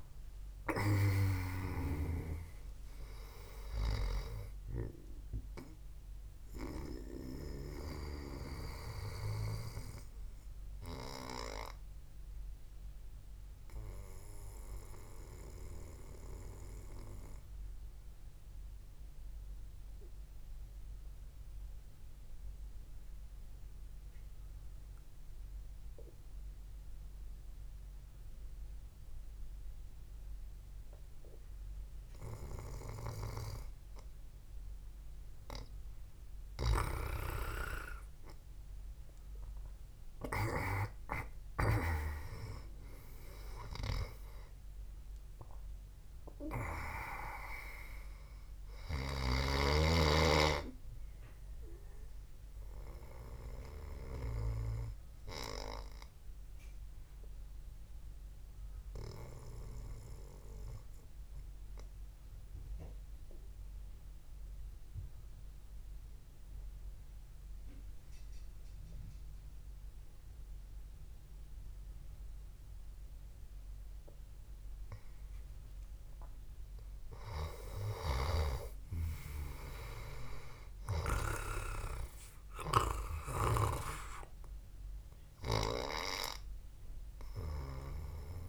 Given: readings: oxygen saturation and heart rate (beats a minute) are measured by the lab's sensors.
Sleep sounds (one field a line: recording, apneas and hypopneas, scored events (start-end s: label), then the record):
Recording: breathing in sleep by a room microphone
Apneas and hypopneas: 2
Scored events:
0.00-9.50 s: oxygen desaturation (device-marked, oxygen 93% lowest, heart rate 66 extreme)
14.00-34.50 s: mixed apnea (oxygen 97% before, 92% lowest, heart rate 79 before, 66 extreme, up 10 after)
35.50-48.50 s: oxygen desaturation (device-marked, oxygen 98% before, 94% lowest, heart rate 68 before, 70 extreme)
36.00-40.50 s: arousal
57.00-76.00 s: obstructive apnea (oxygen 98% before, 91% lowest, heart rate 78 before, 68 extreme, up 4 after)
75.50-88.49 s: oxygen desaturation (device-marked, oxygen 98% before, 92% lowest, heart rate 71 before, 66 extreme)
77.00-81.50 s: arousal
79.00-83.50 s: snoring (device-marked)
From the record:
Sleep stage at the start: N2 (light sleep)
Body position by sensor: on the back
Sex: male